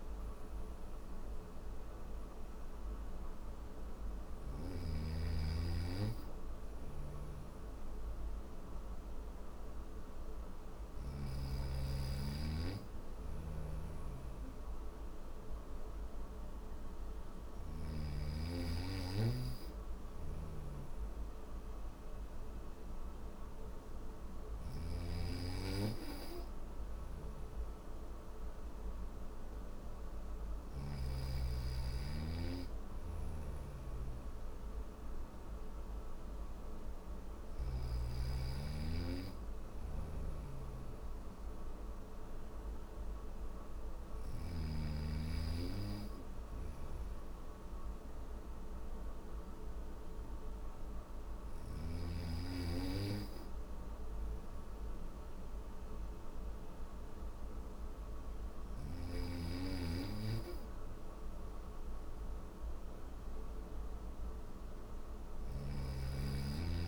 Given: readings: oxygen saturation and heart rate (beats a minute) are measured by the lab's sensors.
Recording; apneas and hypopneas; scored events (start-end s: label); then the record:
breathing in sleep by a room microphone; none
12.50-17.00 s: snoring (device-marked)
19.00-30.00 s: snoring (device-marked)
32.00-37.00 s: snoring (device-marked)
39.00-43.50 s: snoring (device-marked)
45.50-51.00 s: snoring (device-marked)
56.50-66.87 s: new sleep stage, N3 (deep sleep)
64.50-66.87 s: snoring (device-marked)
From the record:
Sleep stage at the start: N1 (lightest sleep); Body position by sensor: on the back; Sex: male